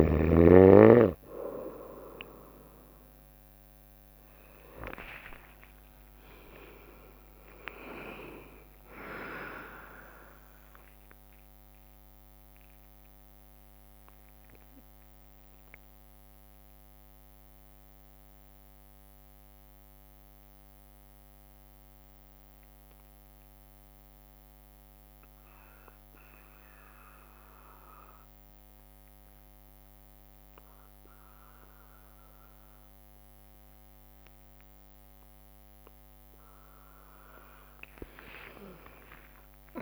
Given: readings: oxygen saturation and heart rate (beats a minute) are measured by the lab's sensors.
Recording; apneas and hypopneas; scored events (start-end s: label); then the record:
breathing in sleep by a microphone on the trachea; 1
4.50-8.00 s: arousal
5.50-7.50 s: long interval between heartbeats (device-marked, heart rate 63 before, 81 extreme)
6.00-20.00 s: drop in pulse transit time (device-marked, heart rate 64 before, 62 extreme)
13.00-35.50 s: mixed apnea (oxygen 94% before, 92% lowest, heart rate 70 before, 58 extreme, up 3 after)
38.50-39.82 s: arousal
From the record:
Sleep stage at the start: N2 (light sleep); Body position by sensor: on the right side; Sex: female